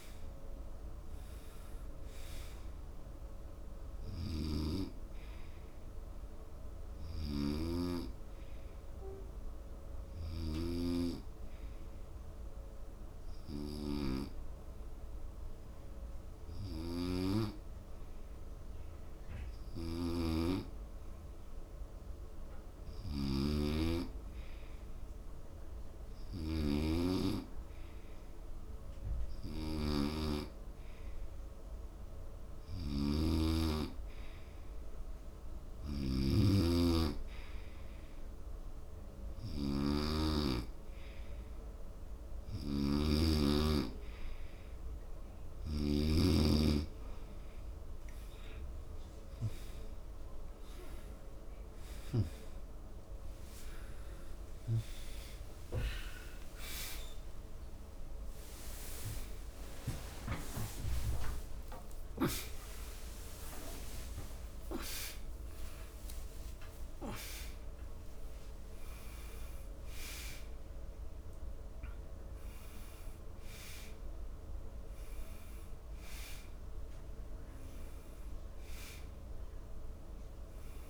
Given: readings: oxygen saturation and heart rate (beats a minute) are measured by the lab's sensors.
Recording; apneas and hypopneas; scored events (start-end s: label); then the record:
a person partly awake in a sleep study, by a room microphone; 1
0.00-14.50 s: oxygen desaturation (device-marked, oxygen 91% lowest)
9.50-34.00 s: hypopnea (oxygen 96% before, 91% lowest)
33.00-37.00 s: snoring (device-marked)
38.50-67.50 s: oxygen desaturation (device-marked, oxygen 98% before, 91% lowest)
43.00-46.50 s: snoring (device-marked)
44.50-74.50 s: new sleep stage, awake
56.50-58.50 s: long interval between heartbeats (device-marked)
60.50-62.50 s: long interval between heartbeats (device-marked)
74.50-80.90 s: new sleep stage, N1 (lightest sleep)
From the record:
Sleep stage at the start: N2 (light sleep); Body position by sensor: on the right side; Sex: male